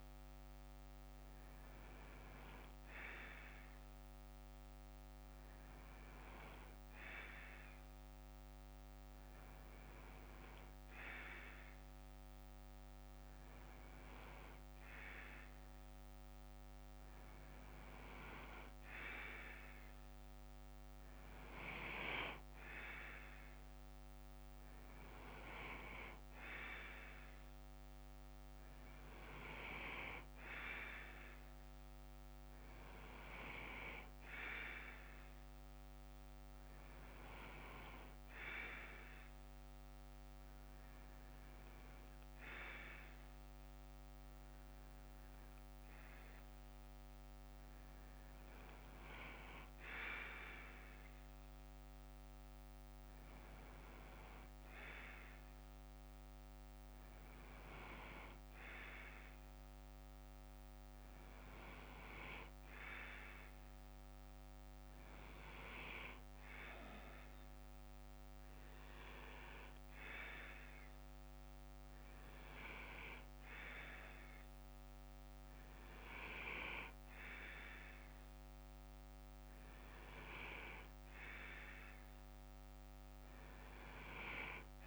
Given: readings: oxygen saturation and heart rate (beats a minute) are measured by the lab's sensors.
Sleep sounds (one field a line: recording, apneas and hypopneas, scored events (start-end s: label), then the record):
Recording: breathing in sleep by a microphone on the trachea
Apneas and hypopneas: none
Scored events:
0.00-4.50 s: bradycardia (device-marked, heart rate 59 extreme)
9.50-13.50 s: bradycardia (device-marked, heart rate 61 before, 59 extreme)
15.50-22.50 s: bradycardia (device-marked, heart rate 61 before, 59 extreme)
39.50-58.50 s: bradycardia (device-marked, heart rate 61 before, 57 extreme)
From the record:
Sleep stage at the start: N2 (light sleep)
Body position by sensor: on the left side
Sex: male